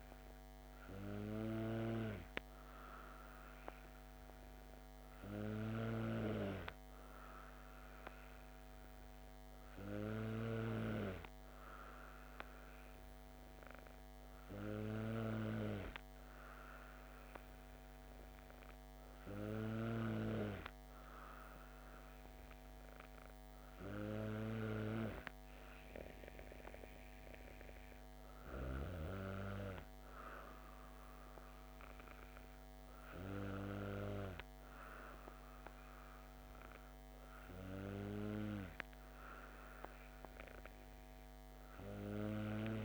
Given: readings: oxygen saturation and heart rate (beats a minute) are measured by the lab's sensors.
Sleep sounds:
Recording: breathing in sleep by a microphone on the trachea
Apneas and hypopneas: none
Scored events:
1.50-10.50 s: snoring (device-marked)
From the record:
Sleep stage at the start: N2 (light sleep)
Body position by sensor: on the back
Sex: female

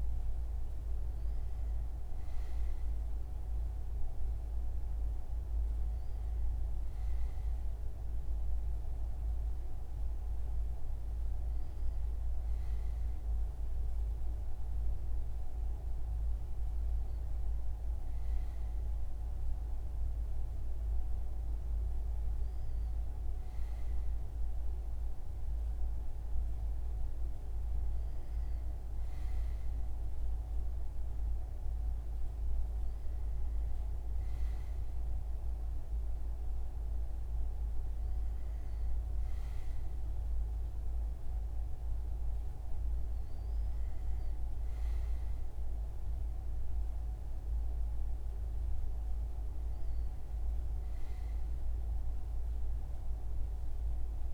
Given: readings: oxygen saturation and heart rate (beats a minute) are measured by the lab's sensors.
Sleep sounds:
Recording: breathing in sleep, hard to hear, by a room microphone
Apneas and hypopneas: none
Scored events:
none scored
From the record:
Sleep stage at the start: N2 (light sleep)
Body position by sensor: on the front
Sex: male

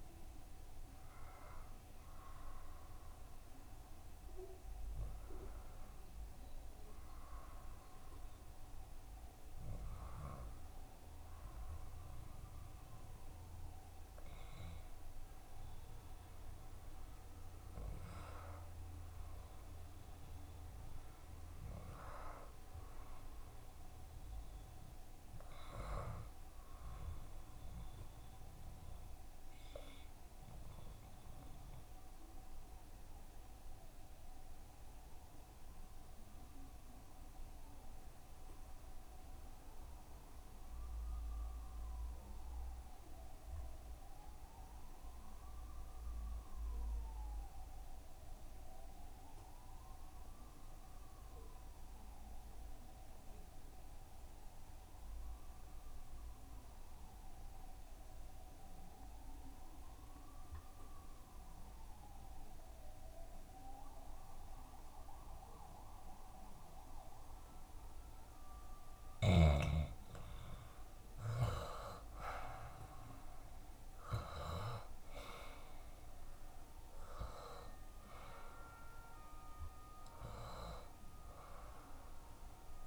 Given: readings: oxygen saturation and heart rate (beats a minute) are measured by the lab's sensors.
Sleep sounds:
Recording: breathing in sleep by a room microphone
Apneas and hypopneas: 1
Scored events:
0.00-2.00 s: oxygen desaturation (device-marked, oxygen 77% lowest, heart rate 68 extreme)
14.00-42.00 s: oxygen desaturation (device-marked, oxygen 95% before, 89% lowest, heart rate 69 before, 69 extreme)
23.50-27.50 s: arousal
33.00-68.50 s: obstructive apnea (oxygen 96% before, 78% lowest, heart rate 69 before, 68 extreme, up 13 after)
50.50-52.50 s: long interval between heartbeats (device-marked, heart rate 70 before, 80 extreme)
53.00-82.87 s: new sleep stage, N2 (light sleep)
56.00-82.87 s: oxygen desaturation (device-marked, oxygen 90% before, 78% lowest, heart rate 73 before, 65 extreme)
57.50-59.50 s: long interval between heartbeats (device-marked, heart rate 73 before, 80 extreme)
63.00-65.00 s: long interval between heartbeats (device-marked, heart rate 78 before, 89 extreme)
70.50-75.00 s: arousal
72.00-74.00 s: long interval between heartbeats (device-marked, heart rate 85 before, 90 extreme)
From the record:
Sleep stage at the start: N1 (lightest sleep)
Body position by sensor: on the back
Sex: male

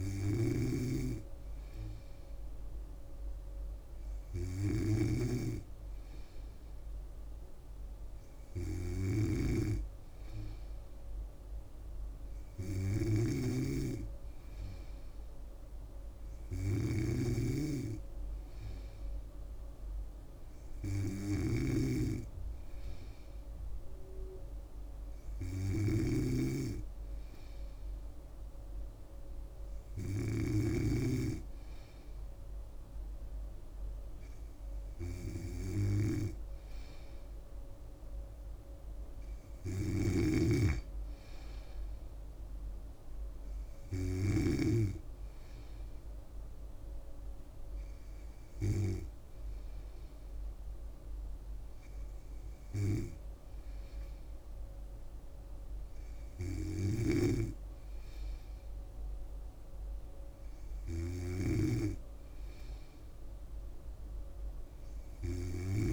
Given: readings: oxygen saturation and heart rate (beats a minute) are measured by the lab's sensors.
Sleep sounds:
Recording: breathing in sleep by a room microphone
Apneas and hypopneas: none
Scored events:
0.00-31.00 s: snoring (device-marked)
40.00-45.00 s: snoring (device-marked)
57.00-65.93 s: snoring (device-marked)
From the record:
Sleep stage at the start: N3 (deep sleep)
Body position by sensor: on the back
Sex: female

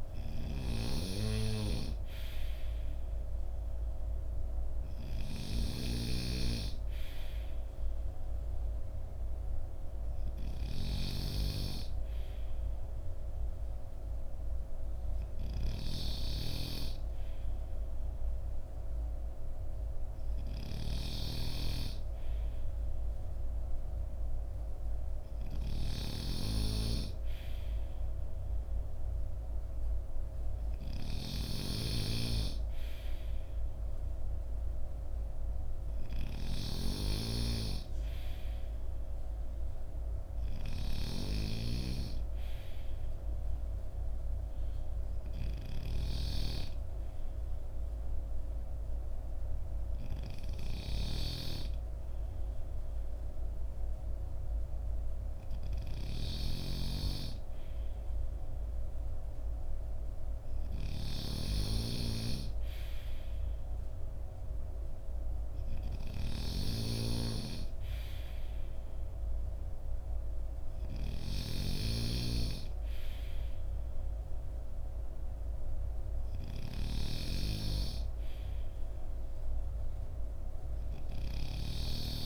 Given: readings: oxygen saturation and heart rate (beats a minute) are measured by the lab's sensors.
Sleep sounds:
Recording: breathing in sleep by a room microphone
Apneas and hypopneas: none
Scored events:
0.00-81.50 s: snoring (device-marked)
From the record:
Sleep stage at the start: N2 (light sleep)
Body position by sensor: on the front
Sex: male

